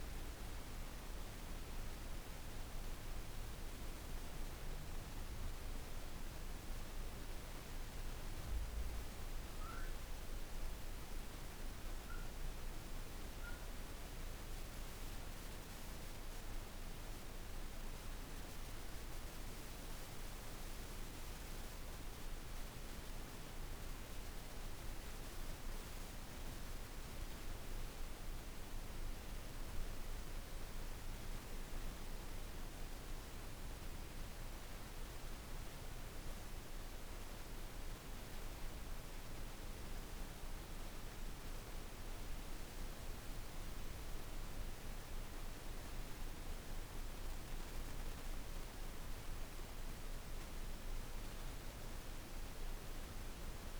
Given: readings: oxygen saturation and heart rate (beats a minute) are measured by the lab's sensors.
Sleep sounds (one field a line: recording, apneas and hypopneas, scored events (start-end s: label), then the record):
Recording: a person awake in a sleep study, hard to hear, by a room microphone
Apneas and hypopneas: none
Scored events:
none scored
From the record:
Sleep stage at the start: awake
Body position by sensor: on the back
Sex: female